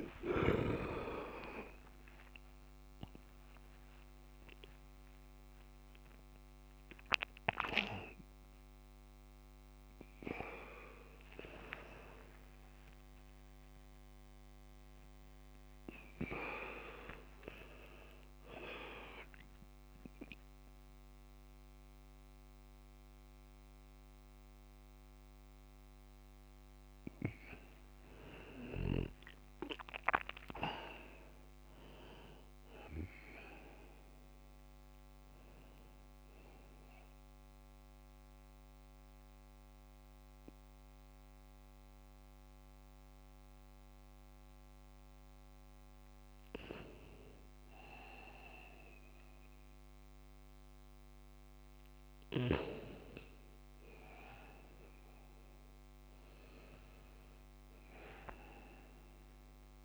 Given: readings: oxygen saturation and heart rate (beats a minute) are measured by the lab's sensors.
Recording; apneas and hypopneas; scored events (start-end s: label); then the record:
a person partly awake in a sleep study, by a microphone on the trachea; 1
14.00-59.84 s: new sleep stage, N1 (lightest sleep)
37.50-47.50 s: central apnea (oxygen 100% before, 96% lowest, heart rate 90 before, 67 extreme, up 3 after)
54.50-59.00 s: arousal
From the record:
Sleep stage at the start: awake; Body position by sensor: on the back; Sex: male